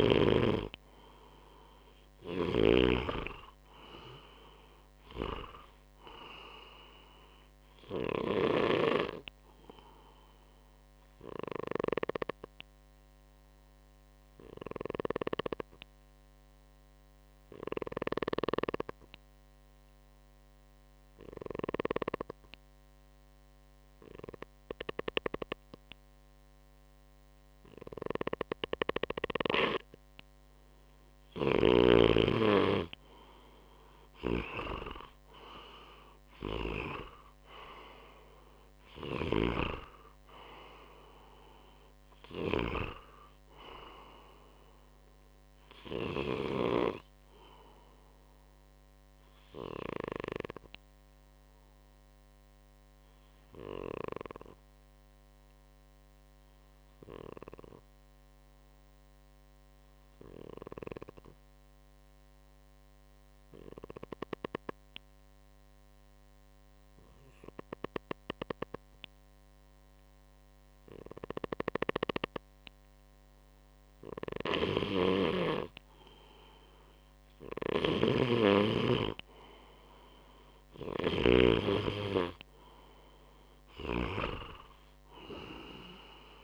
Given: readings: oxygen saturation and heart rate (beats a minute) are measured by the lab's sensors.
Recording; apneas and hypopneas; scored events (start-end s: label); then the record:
breathing in sleep by a microphone on the trachea; 2
0.00-2.50 s: snoring (device-marked)
0.00-19.50 s: oxygen desaturation (device-marked, oxygen 94% lowest, heart rate 61 extreme)
10.50-30.00 s: obstructive apnea (oxygen 99% before, 93% lowest, heart rate 63 before, 60 extreme, up 3 after)
31.50-34.50 s: arousal
32.50-54.50 s: oxygen desaturation (device-marked, oxygen 97% before, 93% lowest, heart rate 63 before, 60 extreme)
50.00-73.00 s: obstructive apnea (oxygen 97% before, 93% lowest, heart rate 66 before, 60 extreme, up 3 after)
72.50-86.44 s: oxygen desaturation (device-marked, oxygen 98% before, 93% lowest, heart rate 61 before, 61 extreme)
74.00-86.44 s: snoring (device-marked)
75.50-79.00 s: arousal
From the record:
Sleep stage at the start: N2 (light sleep); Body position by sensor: on the right side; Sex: male